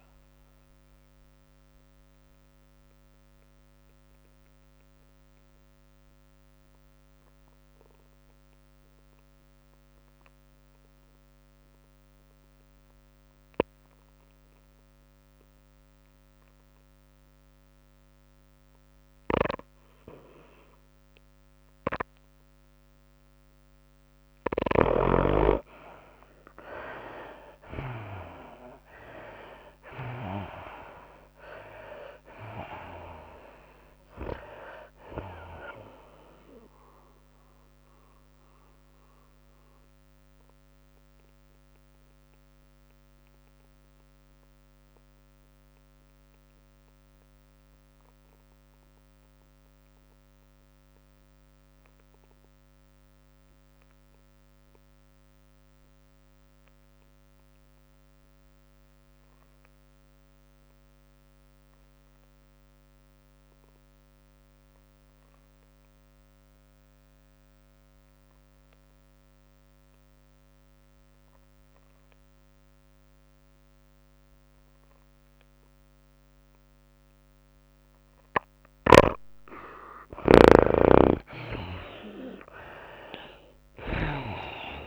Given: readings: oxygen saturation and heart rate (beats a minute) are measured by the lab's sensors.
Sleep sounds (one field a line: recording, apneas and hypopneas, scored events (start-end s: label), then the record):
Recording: breathing in sleep by a microphone on the trachea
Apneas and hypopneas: 2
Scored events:
0.00-7.00 s: drop in pulse transit time (device-marked, heart rate 106 extreme)
0.00-11.00 s: oxygen desaturation (device-marked, oxygen 64% lowest, heart rate 99 extreme)
0.00-56.00 s: tachycardia (device-marked, heart rate 114 extreme)
1.00-24.50 s: mixed apnea (oxygen 83% before, 64% lowest, heart rate 105 before, 105 extreme, up 5 after)
16.00-45.00 s: oxygen desaturation (device-marked, oxygen 99% before, 74% lowest, heart rate 111 before, 99 extreme)
27.00-30.50 s: arousal
30.00-45.00 s: drop in pulse transit time (device-marked, heart rate 107 before, 108 extreme)
40.00-78.50 s: obstructive apnea (oxygen 99% before, 68% lowest, heart rate 108 before, 90 extreme, up 19 after)
56.00-84.87 s: oxygen desaturation (device-marked, oxygen 99% before, 68% lowest, heart rate 108 before, 90 extreme)
59.00-66.00 s: tachycardia (device-marked, heart rate 106 before, 101 extreme)
73.00-75.00 s: long interval between heartbeats (device-marked, heart rate 101 before, 91 extreme)
78.00-84.87 s: tachycardia (device-marked, heart rate 106 before, 113 extreme)
81.00-84.87 s: arousal
From the record:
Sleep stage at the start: N2 (light sleep)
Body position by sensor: on the back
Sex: female